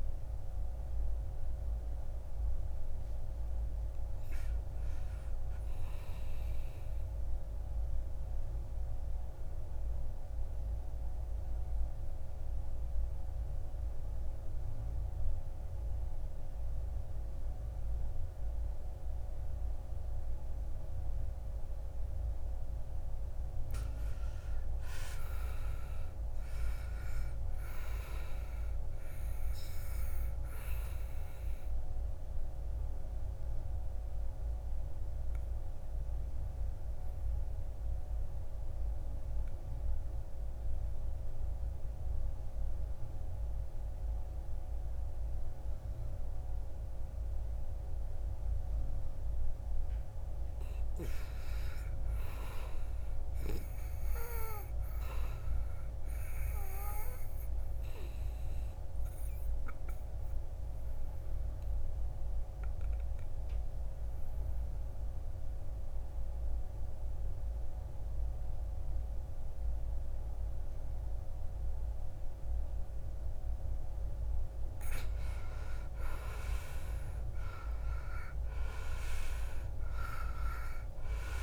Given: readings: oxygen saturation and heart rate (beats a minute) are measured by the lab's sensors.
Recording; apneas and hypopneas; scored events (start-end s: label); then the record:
breathing in sleep by a room microphone; 3
0.00-8.00 s: oxygen desaturation (device-marked, oxygen 85% lowest, heart rate 56 extreme)
8.50-22.50 s: obstructive apnea (oxygen 94% before, 82% lowest, heart rate 59 before, 56 extreme, up 10 after)
21.00-51.00 s: oxygen desaturation (device-marked, oxygen 98% before, 84% lowest, heart rate 57 before, 57 extreme)
24.50-28.00 s: arousal
32.50-49.00 s: obstructive apnea (oxygen 99% before, 80% lowest, heart rate 60 before, 57 extreme, up 10 after)
51.00-54.00 s: arousal
56.50-74.00 s: obstructive apnea (oxygen 96% before, 80% lowest, heart rate 61 before, 54 extreme, up 11 after)
58.00-75.00 s: oxygen desaturation (device-marked, oxygen 96% before, 82% lowest, heart rate 61 before, 54 extreme)
76.00-79.50 s: arousal
From the record:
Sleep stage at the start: N2 (light sleep); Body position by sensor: on the back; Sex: male